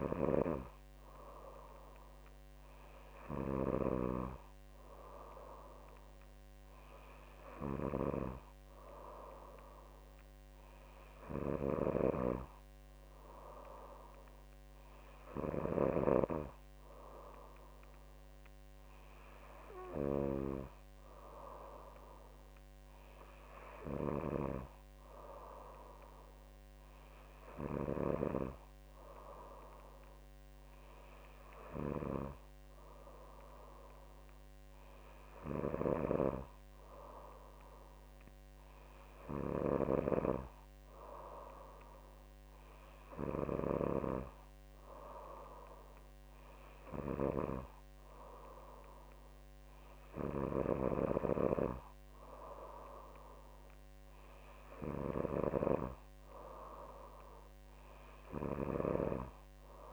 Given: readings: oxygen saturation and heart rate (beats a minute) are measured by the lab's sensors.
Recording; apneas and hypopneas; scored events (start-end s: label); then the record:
breathing in sleep by a microphone on the trachea; none
none scored
From the record:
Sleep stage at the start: N3 (deep sleep); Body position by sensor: on the back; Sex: female